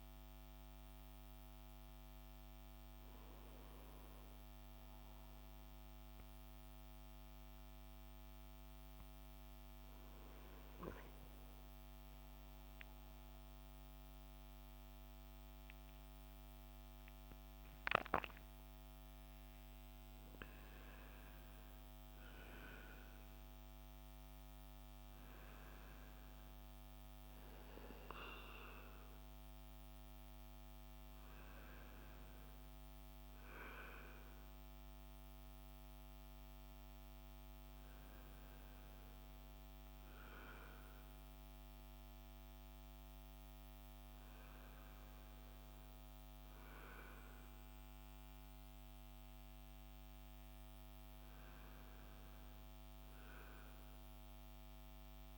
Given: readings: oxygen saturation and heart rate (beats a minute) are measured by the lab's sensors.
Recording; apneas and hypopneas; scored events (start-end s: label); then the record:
a person awake in a sleep study, by a microphone on the trachea; none
33.00-40.00 s: oxygen desaturation (device-marked, oxygen 96% before, 91% lowest)
From the record:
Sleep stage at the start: awake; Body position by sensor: on the left side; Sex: male